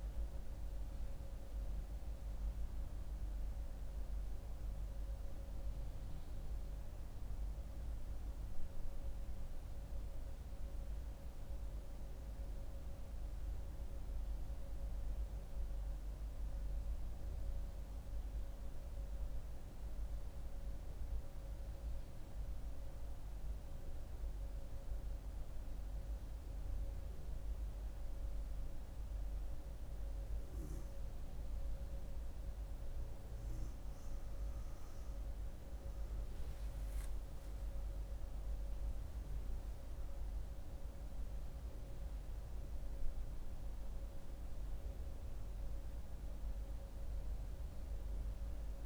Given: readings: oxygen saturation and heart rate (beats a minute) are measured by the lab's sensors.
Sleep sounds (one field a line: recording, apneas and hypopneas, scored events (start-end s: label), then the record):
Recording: breathing in sleep, hard to hear, by a room microphone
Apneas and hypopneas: 1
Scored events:
0.00-8.00 s: oxygen desaturation (device-marked, oxygen 91% lowest)
9.50-31.00 s: mixed apnea (oxygen 96% before, 90% lowest)
32.00-48.86 s: oxygen desaturation (device-marked, oxygen 97% before, 90% lowest)
34.00-38.00 s: arousal
From the record:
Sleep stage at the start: N2 (light sleep)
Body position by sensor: on the back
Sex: female